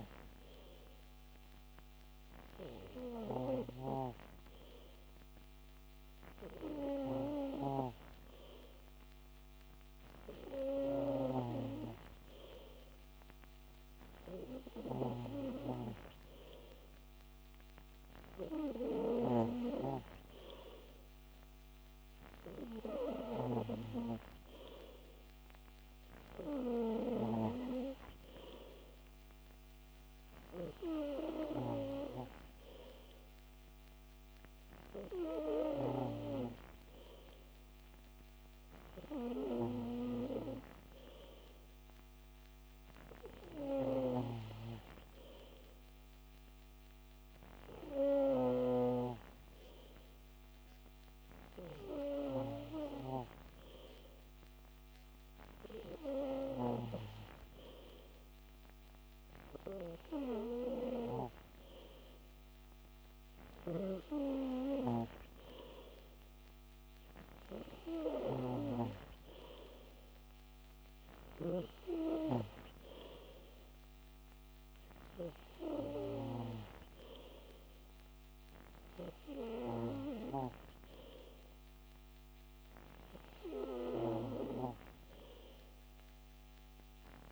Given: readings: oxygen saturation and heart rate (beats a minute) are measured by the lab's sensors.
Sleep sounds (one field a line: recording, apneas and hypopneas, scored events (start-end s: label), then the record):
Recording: breathing in sleep by a microphone on the trachea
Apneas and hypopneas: none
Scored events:
none scored
From the record:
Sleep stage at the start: N3 (deep sleep)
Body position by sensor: on the back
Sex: male